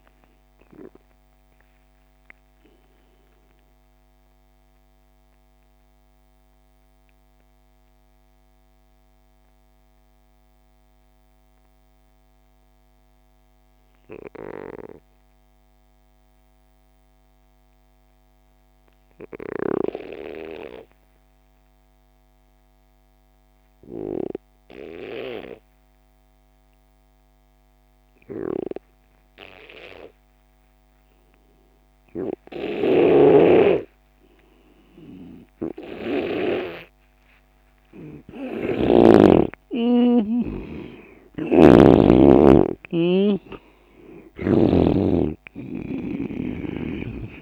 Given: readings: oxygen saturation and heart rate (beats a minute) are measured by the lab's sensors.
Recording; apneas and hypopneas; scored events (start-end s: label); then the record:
breathing in sleep by a microphone on the trachea; 1
0.00-12.50 s: oxygen desaturation (device-marked, oxygen 84% lowest)
1.50-36.00 s: mixed apnea (oxygen 97% before, 84% lowest)
28.50-47.42 s: oxygen desaturation (device-marked, oxygen 98% before, 89% lowest)
32.50-36.50 s: snoring (device-marked)
39.50-43.50 s: arousal
41.00-44.50 s: snoring (device-marked)
From the record:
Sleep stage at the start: N2 (light sleep); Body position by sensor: on the left side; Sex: male